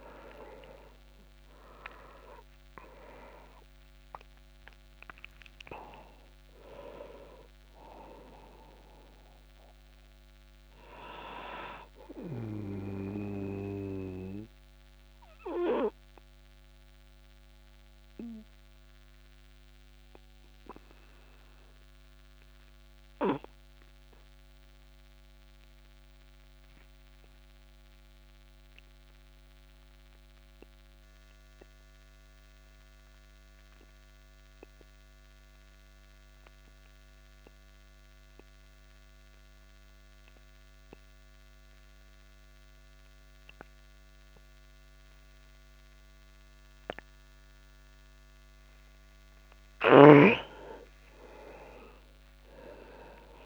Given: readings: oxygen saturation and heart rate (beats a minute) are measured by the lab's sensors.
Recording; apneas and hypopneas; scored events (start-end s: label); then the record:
breathing in sleep by a microphone on the trachea; 1
0.00-1.50 s: arousal
0.00-30.00 s: oxygen desaturation (device-marked, oxygen 86% lowest)
14.00-49.00 s: obstructive apnea (oxygen 98% before, 85% lowest)
49.00-53.46 s: oxygen desaturation (device-marked, oxygen 99% before, 85% lowest)
51.00-53.46 s: arousal
From the record:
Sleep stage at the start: N2 (light sleep); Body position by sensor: on the back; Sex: male